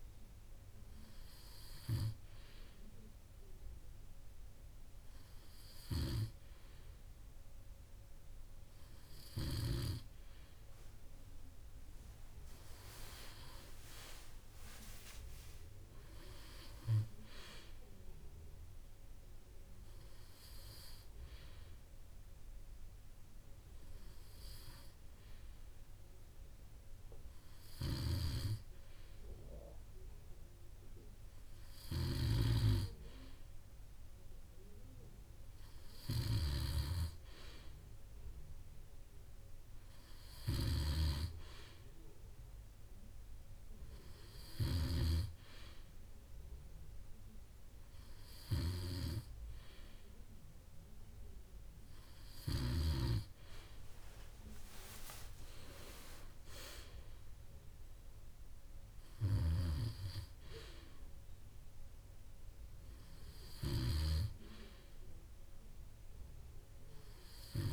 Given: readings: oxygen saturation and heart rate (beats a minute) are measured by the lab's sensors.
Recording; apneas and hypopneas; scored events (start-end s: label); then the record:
breathing in sleep by a room microphone; 1
15.00-18.00 s: arousal
21.00-33.50 s: obstructive apnea (oxygen 97% before, 94% lowest, heart rate 59 before, 56 extreme, up 2 after)
35.00-37.50 s: arousal
41.50-46.00 s: snoring (device-marked)
From the record:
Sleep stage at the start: N2 (light sleep); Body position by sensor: on the back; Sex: male